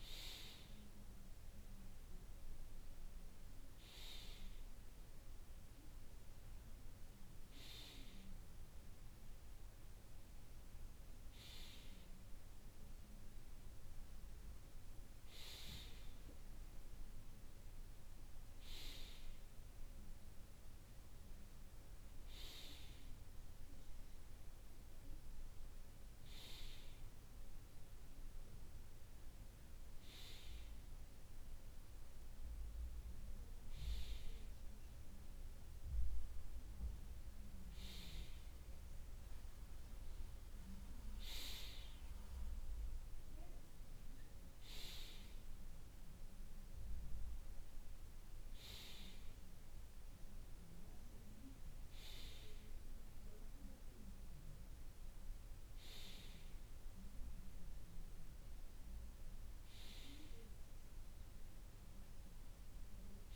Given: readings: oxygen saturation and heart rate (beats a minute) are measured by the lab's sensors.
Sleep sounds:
breathing in sleep by a room microphone; none
none scored
From the record:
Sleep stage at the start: N2 (light sleep); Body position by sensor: on the right side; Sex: male

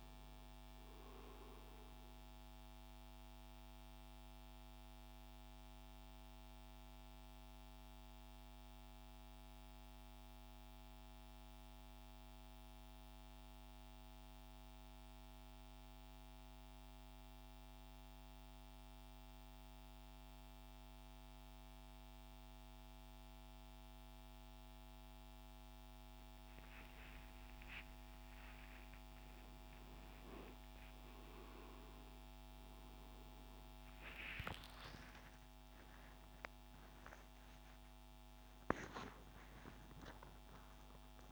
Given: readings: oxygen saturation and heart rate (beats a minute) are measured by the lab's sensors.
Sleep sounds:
breathing in sleep, hard to hear, by a microphone on the trachea; 1
0.00-13.00 s: oxygen desaturation (device-marked, oxygen 86% lowest, heart rate 28 extreme)
3.50-26.00 s: central apnea (oxygen 95% before, 86% lowest, heart rate 70 before, 66 extreme, up 60 after)
27.50-34.00 s: arousal
From the record:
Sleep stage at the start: N2 (light sleep); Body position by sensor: on the right side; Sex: male

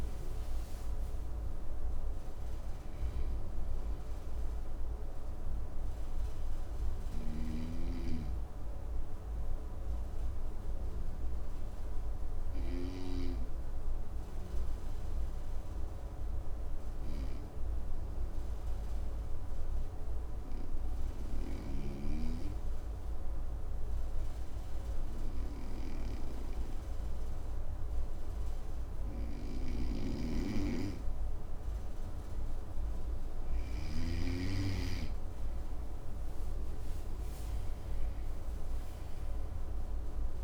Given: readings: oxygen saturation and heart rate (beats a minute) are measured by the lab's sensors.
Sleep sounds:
breathing in sleep by a room microphone; 1
0.00-21.00 s: oxygen desaturation (device-marked, oxygen 98% before, 93% lowest, heart rate 54 before, 54 extreme)
5.00-31.50 s: obstructive apnea (oxygen 98% before, 93% lowest, heart rate 63 before, 54 extreme, up 9 after)
34.50-38.50 s: arousal
35.00-40.44 s: oxygen desaturation (device-marked, oxygen 99% before, 93% lowest, heart rate 56 before, 54 extreme)
From the record:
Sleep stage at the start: N2 (light sleep); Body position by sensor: on the front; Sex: male

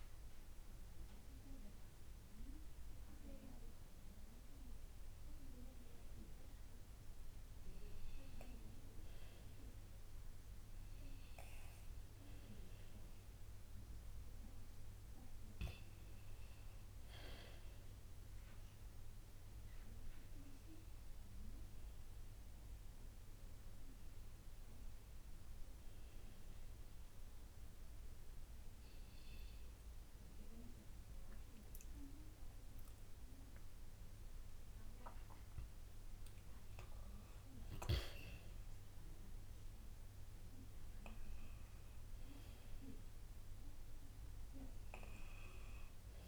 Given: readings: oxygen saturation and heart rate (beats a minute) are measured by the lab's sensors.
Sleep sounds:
breathing in sleep by a room microphone; none
0.00-15.00 s: oxygen desaturation (device-marked, oxygen 89% lowest, heart rate 60 extreme)
32.00-36.00 s: arousal
From the record:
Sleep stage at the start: N1 (lightest sleep); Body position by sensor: on the back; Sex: male

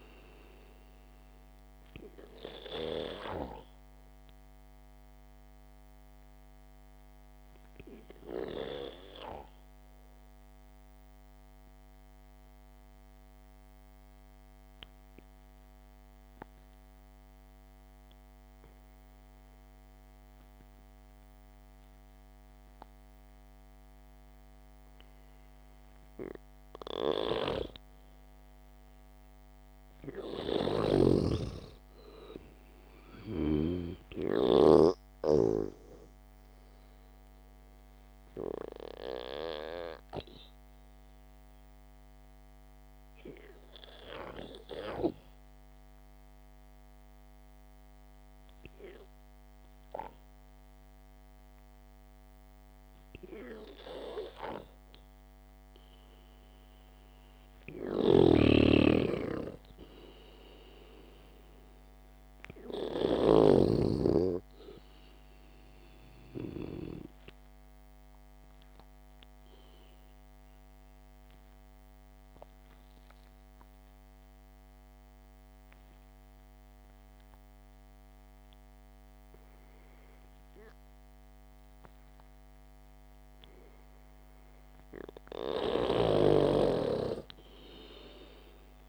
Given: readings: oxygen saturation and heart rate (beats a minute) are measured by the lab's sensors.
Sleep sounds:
breathing in sleep by a microphone on the trachea; 3
4.00-21.00 s: obstructive apnea (oxygen 98% before, 92% lowest, heart rate 60 before, 54 extreme, up 0 after)
23.00-26.50 s: arousal
31.00-34.50 s: snoring (device-marked)
43.50-56.50 s: obstructive apnea (oxygen 98% before, 91% lowest, heart rate 60 before, 58 extreme, up 2 after)
55.50-61.50 s: oxygen desaturation (device-marked, oxygen 96% before, 93% lowest, heart rate 64 before, 58 extreme)
58.50-62.00 s: arousal
58.50-64.00 s: snoring (device-marked)
70.50-81.50 s: obstructive apnea (oxygen 96% before, 91% lowest, heart rate 64 before, 55 extreme, up 4 after)
84.00-87.00 s: arousal
86.50-88.89 s: snoring (device-marked)
From the record:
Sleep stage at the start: N2 (light sleep); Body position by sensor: on the back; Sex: male

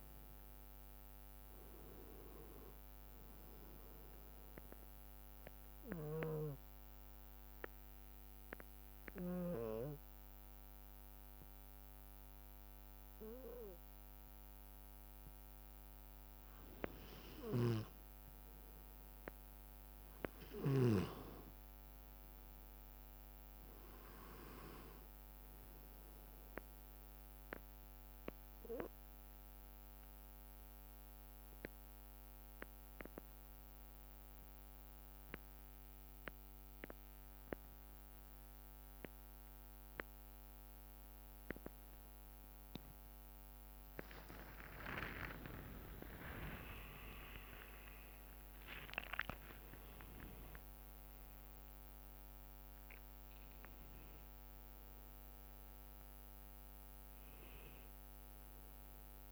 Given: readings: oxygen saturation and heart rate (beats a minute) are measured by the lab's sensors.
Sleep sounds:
breathing in sleep by a microphone on the trachea; 2
0.00-15.00 s: oxygen desaturation (device-marked, oxygen 91% lowest, heart rate 60 extreme)
5.50-18.00 s: obstructive apnea (oxygen 96% before, 86% lowest, heart rate 65 before, 60 extreme, up 5 after)
19.00-23.00 s: arousal
23.00-36.00 s: oxygen desaturation (device-marked, oxygen 97% before, 91% lowest, heart rate 63 before, 60 extreme)
28.00-44.00 s: obstructive apnea (oxygen 97% before, 86% lowest, heart rate 63 before, 58 extreme, up 20 after)
44.00-59.32 s: oxygen desaturation (device-marked, oxygen 96% before, 86% lowest, heart rate 64 before, 58 extreme)
45.00-51.00 s: arousal
45.00-58.00 s: drop in pulse transit time (device-marked, heart rate 64 before, 64 extreme)
48.50-50.50 s: long interval between heartbeats (device-marked, heart rate 64 before, 79 extreme)
From the record:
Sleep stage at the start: N2 (light sleep); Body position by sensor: on the back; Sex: male

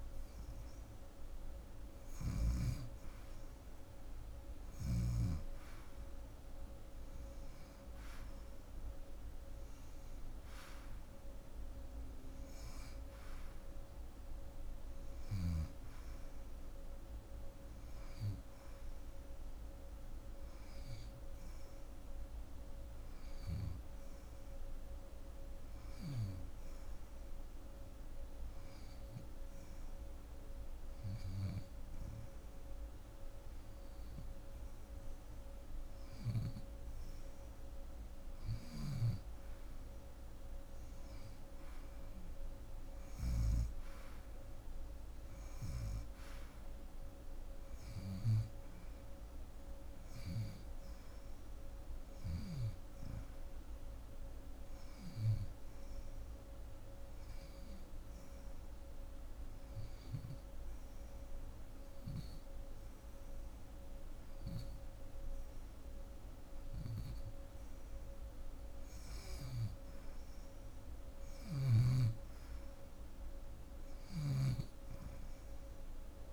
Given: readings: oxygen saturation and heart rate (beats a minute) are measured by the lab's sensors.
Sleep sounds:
breathing in sleep, hard to hear, by a room microphone; 2
26.50-36.50 s: hypopnea (oxygen 91% before, 90% lowest)
38.00-43.00 s: snoring (device-marked)
39.50-43.50 s: arousal
56.00-66.50 s: hypopnea (oxygen 92% before, 90% lowest)
69.00-73.50 s: arousal
70.50-74.00 s: snoring (device-marked)
From the record:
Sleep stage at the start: N2 (light sleep); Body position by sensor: on the left side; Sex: female

